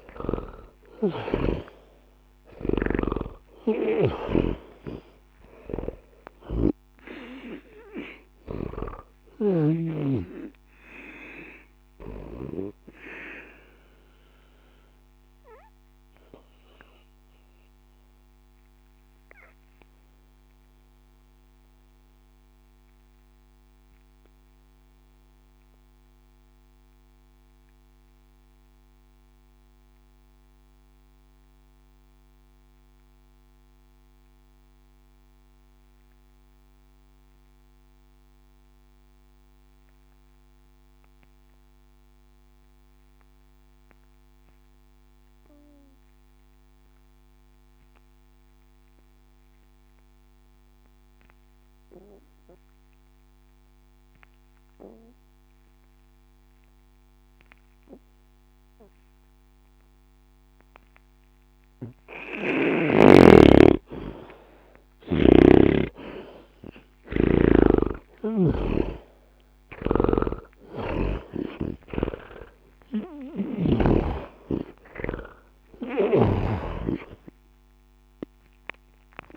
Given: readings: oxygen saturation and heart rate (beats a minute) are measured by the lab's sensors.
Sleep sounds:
breathing in sleep by a microphone on the trachea; 1
0.00-9.50 s: snoring (device-marked)
0.00-36.00 s: oxygen desaturation (device-marked, oxygen 77% lowest, heart rate 60 extreme)
15.00-63.50 s: obstructive apnea (oxygen 94% before, 74% lowest, heart rate 63 before, 60 extreme, up 20 after)
53.00-79.37 s: oxygen desaturation (device-marked, oxygen 98% before, 74% lowest, heart rate 60 before, 59 extreme)
65.00-68.50 s: snoring (device-marked)
67.50-73.50 s: arousal
73.00-79.37 s: snoring (device-marked)
From the record:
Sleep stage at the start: N2 (light sleep); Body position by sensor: on the back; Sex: male

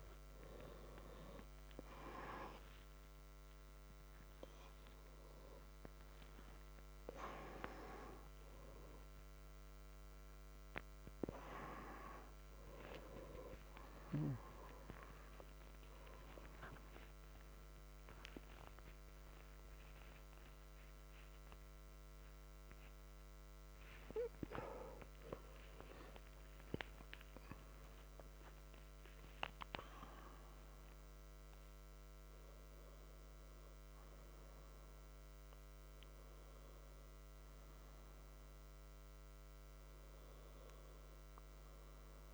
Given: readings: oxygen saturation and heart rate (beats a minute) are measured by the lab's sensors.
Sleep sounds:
a person awake in a sleep study, by a microphone on the trachea; none
0.00-17.50 s: oxygen desaturation (device-marked, oxygen 91% lowest)
1.50-31.50 s: new sleep stage, awake
31.50-42.34 s: new sleep stage, N1 (lightest sleep)
From the record:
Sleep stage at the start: N2 (light sleep); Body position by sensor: on the back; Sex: male

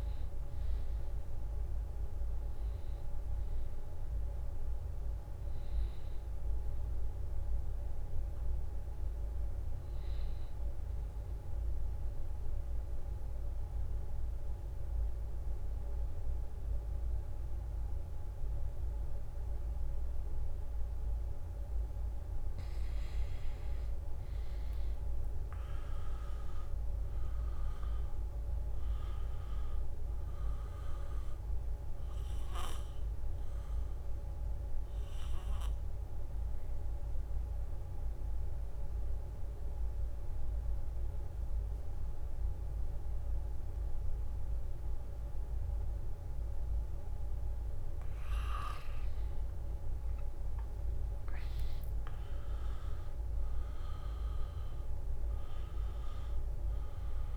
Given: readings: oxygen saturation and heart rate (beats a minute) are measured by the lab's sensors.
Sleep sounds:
breathing in sleep, hard to hear, by a room microphone; 2
12.50-23.00 s: mixed apnea (oxygen 96% before, 85% lowest, heart rate 83 before, 75 extreme, up 0 after)
24.50-29.00 s: arousal
25.00-44.00 s: oxygen desaturation (device-marked, oxygen 96% before, 86% lowest, heart rate 83 before, 75 extreme)
33.50-47.50 s: mixed apnea (oxygen 96% before, 85% lowest, heart rate 79 before, 77 extreme, up 0 after)
49.00-53.50 s: arousal
51.00-57.37 s: oxygen desaturation (device-marked, oxygen 97% before, 85% lowest, heart rate 79 before, 73 extreme)
From the record:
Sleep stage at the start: N2 (light sleep); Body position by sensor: on the back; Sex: male

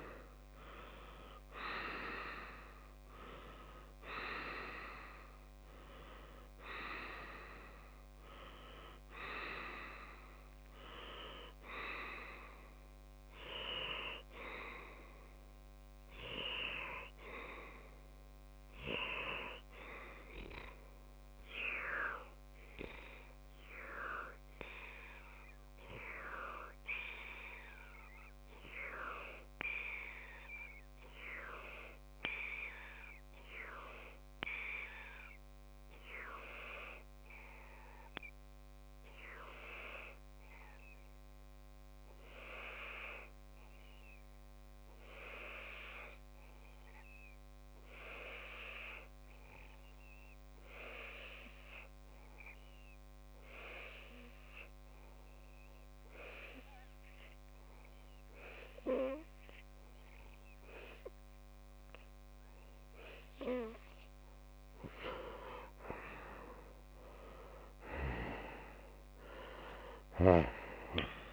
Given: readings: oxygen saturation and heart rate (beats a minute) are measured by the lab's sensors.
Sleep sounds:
breathing in sleep by a microphone on the trachea; 1
0.00-7.50 s: oxygen desaturation (device-marked, oxygen 94% lowest)
26.50-64.50 s: obstructive apnea (oxygen 98% before, 95% lowest)
50.50-71.33 s: oxygen desaturation (device-marked, oxygen 98% before, 95% lowest)
66.50-70.00 s: arousal
From the record:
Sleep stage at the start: N2 (light sleep); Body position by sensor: on the left side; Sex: male

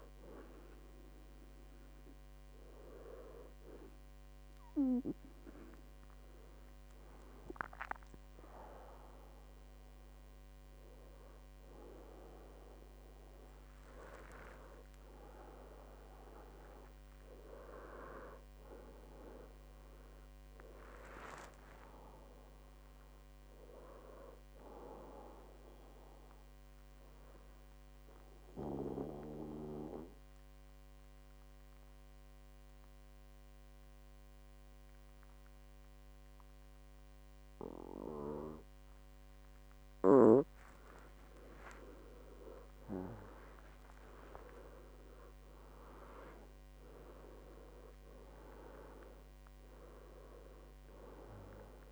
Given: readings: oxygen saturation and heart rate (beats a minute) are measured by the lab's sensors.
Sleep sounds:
breathing in sleep by a microphone on the trachea; 2
0.50-12.00 s: hypopnea (oxygen 99% before, 92% lowest, heart rate 74 before, 62 extreme, up 12 after)
14.00-19.00 s: arousal
16.00-32.00 s: oxygen desaturation (device-marked, oxygen 95% before, 92% lowest, heart rate 76 before, 62 extreme)
26.50-40.50 s: obstructive apnea (oxygen 97% before, 93% lowest, heart rate 75 before, 62 extreme, up 16 after)
42.50-46.00 s: arousal
From the record:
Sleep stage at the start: N2 (light sleep); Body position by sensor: on the back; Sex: male

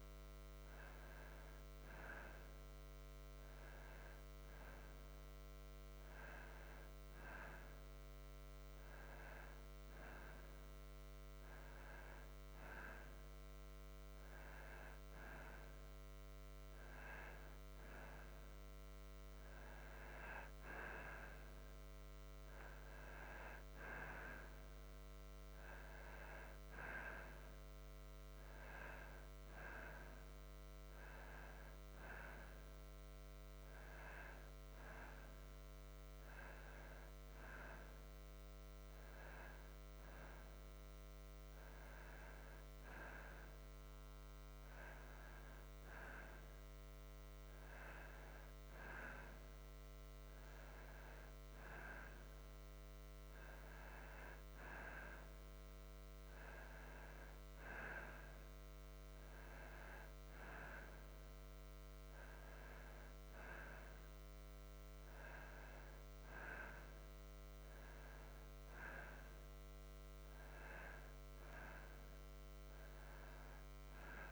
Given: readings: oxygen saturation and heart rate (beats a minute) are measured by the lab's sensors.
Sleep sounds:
breathing in sleep by a microphone on the trachea; none
none scored
From the record:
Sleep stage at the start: N2 (light sleep); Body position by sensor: on the back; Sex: male

